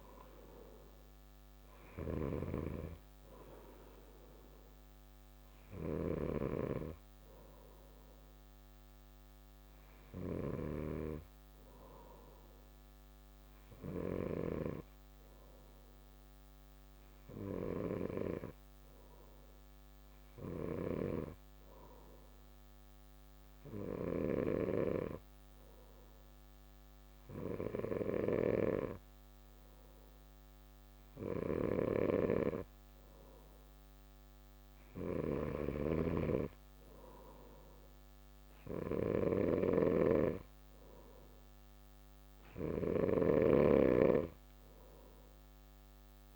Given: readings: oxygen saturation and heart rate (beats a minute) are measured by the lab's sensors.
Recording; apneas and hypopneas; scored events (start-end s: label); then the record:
breathing in sleep by a microphone on the trachea; none
35.50-46.36 s: snoring (device-marked)
From the record:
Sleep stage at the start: N2 (light sleep); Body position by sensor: on the back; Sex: male